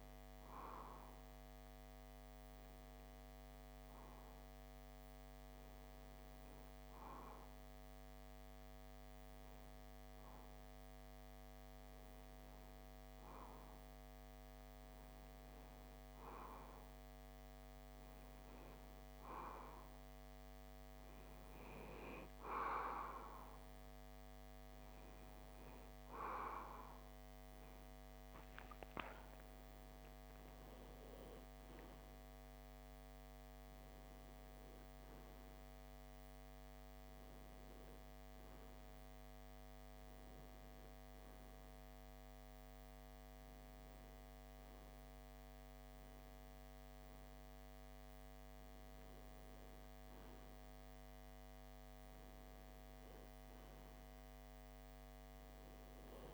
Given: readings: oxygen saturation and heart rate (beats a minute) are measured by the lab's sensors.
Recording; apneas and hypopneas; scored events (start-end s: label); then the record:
breathing in sleep by a microphone on the trachea; none
none scored
From the record:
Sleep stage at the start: N3 (deep sleep); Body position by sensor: on the left side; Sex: male